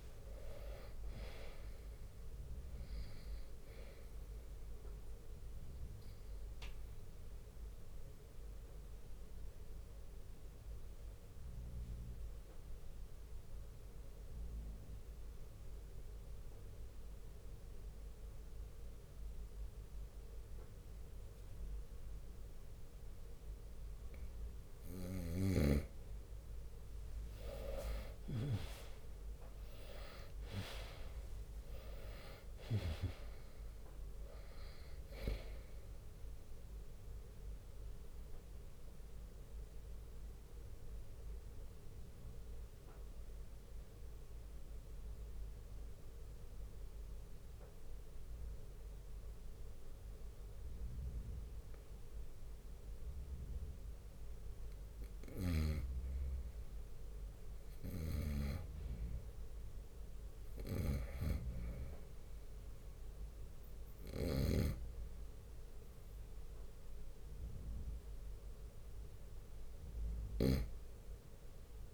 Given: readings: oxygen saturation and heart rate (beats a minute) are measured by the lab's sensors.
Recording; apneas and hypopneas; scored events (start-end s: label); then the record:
breathing in sleep by a room microphone; 2
0.00-6.50 s: drop in pulse transit time (device-marked, heart rate 66 extreme)
0.00-19.50 s: oxygen desaturation (device-marked, oxygen 91% lowest, heart rate 59 extreme)
6.00-23.50 s: obstructive apnea (oxygen 98% before, 91% lowest, heart rate 66 before, 59 extreme, up 9 after)
12.50-15.50 s: bradycardia (device-marked, heart rate 63 before, 60 extreme)
26.50-31.00 s: arousal
29.50-41.50 s: drop in pulse transit time (device-marked, heart rate 61 before, 66 extreme)
31.50-54.50 s: oxygen desaturation (device-marked, oxygen 98% before, 91% lowest, heart rate 62 before, 52 extreme)
36.50-54.50 s: obstructive apnea (oxygen 98% before, 91% lowest, heart rate 64 before, 52 extreme, up 13 after)
46.50-54.50 s: bradycardia (device-marked, heart rate 64 before, 52 extreme)
55.00-57.00 s: long interval between heartbeats (device-marked, heart rate 63 before, 57 extreme)
56.50-60.00 s: arousal
62.50-71.93 s: oxygen desaturation (device-marked, oxygen 98% before, 91% lowest, heart rate 59 before, 52 extreme)
64.00-70.50 s: snoring (device-marked)
From the record:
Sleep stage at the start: N2 (light sleep); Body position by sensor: on the right side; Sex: male